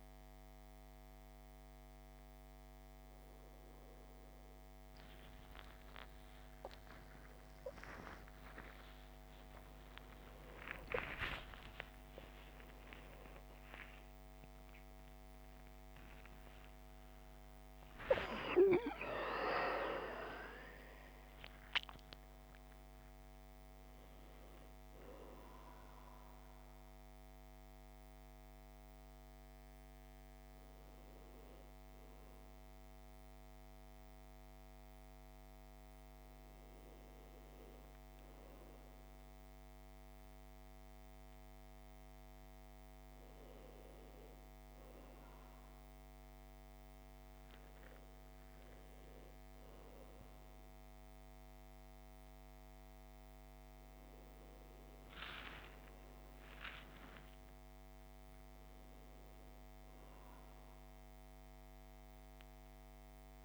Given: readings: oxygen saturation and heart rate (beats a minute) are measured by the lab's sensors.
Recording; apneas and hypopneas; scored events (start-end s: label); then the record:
a person awake in a sleep study, by a microphone on the trachea; none
53.50-63.45 s: new sleep stage, N1 (lightest sleep)
From the record:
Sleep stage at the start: awake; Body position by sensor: on the back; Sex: male